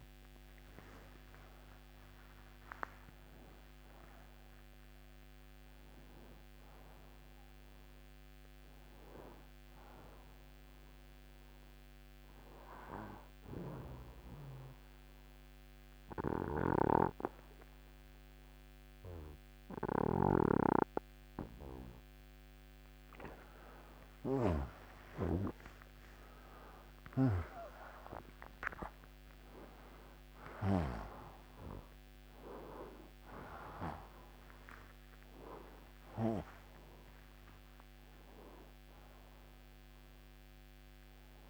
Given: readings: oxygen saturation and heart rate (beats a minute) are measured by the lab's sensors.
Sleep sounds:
a person partly awake in a sleep study, by a microphone on the trachea; 1
5.50-41.50 s: new sleep stage, N1 (lightest sleep)
13.50-24.50 s: hypopnea (oxygen 94% before, 89% lowest, heart rate 75 before, 70 extreme, up 12 after)
26.00-29.50 s: arousal
From the record:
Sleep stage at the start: awake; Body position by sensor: on the right side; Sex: male

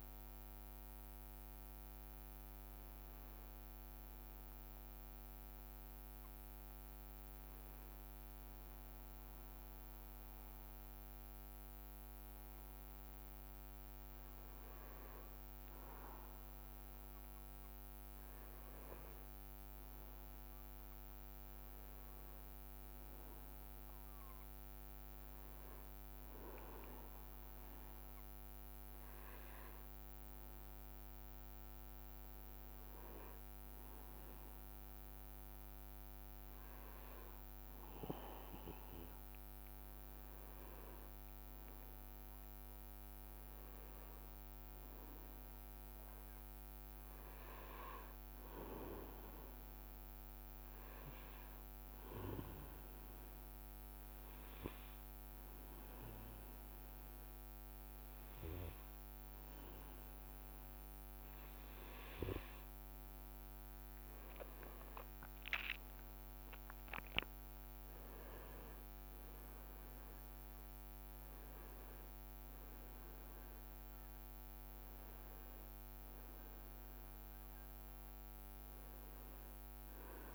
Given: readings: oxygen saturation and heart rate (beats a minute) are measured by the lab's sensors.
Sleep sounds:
breathing in sleep by a microphone on the trachea; 3
3.50-14.50 s: hypopnea (oxygen 99% before, 93% lowest, heart rate 71 before, 63 extreme, up 6 after)
19.50-23.00 s: arousal
28.00-39.50 s: hypopnea (oxygen 98% before, 93% lowest, heart rate 66 before, 63 extreme, up 7 after)
42.50-47.00 s: arousal
43.50-80.35 s: new sleep stage, N2 (light sleep)
49.00-62.00 s: obstructive apnea (oxygen 97% before, 93% lowest, heart rate 66 before, 61 extreme, up 8 after)
65.50-70.00 s: arousal
From the record:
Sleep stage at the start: N1 (lightest sleep); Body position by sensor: on the back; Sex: male

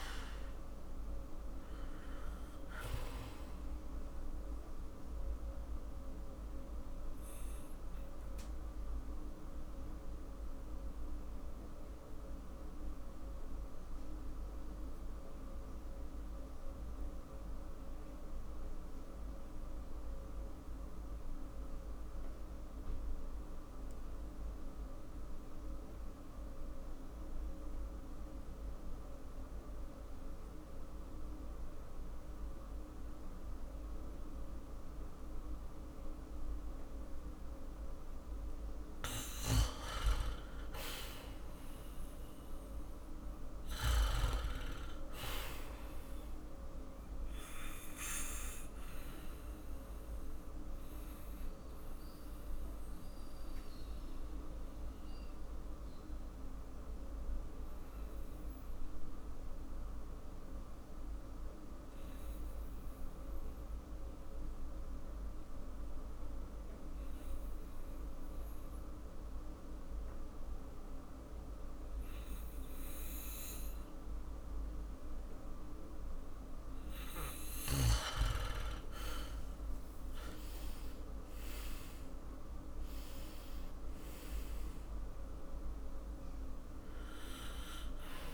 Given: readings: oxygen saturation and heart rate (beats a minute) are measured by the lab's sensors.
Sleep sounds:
breathing in sleep by a room microphone; 2
0.00-23.50 s: oxygen desaturation (device-marked, oxygen 89% lowest, heart rate 54 extreme)
5.50-37.50 s: obstructive apnea (oxygen 99% before, 88% lowest, heart rate 62 before, 49 extreme, up 8 after)
37.50-72.50 s: oxygen desaturation (device-marked, oxygen 99% before, 88% lowest, heart rate 55 before, 49 extreme)
40.50-44.00 s: arousal
48.50-76.50 s: obstructive apnea (oxygen 99% before, 88% lowest, heart rate 59 before, 49 extreme, up 9 after)
78.50-82.00 s: arousal
From the record:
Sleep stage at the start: N2 (light sleep); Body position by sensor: on the back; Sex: male

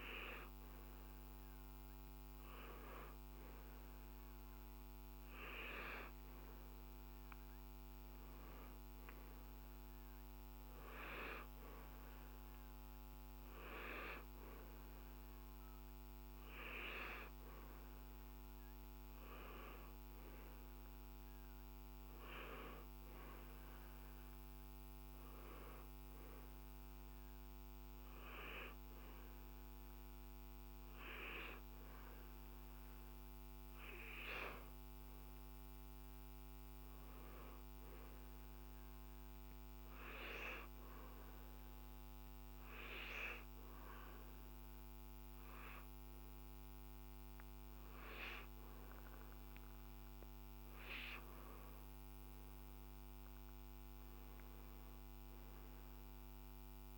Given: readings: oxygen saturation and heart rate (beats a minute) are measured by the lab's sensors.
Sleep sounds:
breathing in sleep by a microphone on the trachea; 1
40.50-51.50 s: hypopnea (oxygen 94% before, 91% lowest, heart rate 63 before, 59 extreme, up 2 after)
53.00-56.98 s: arousal
From the record:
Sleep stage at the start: N2 (light sleep); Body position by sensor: on the back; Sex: male

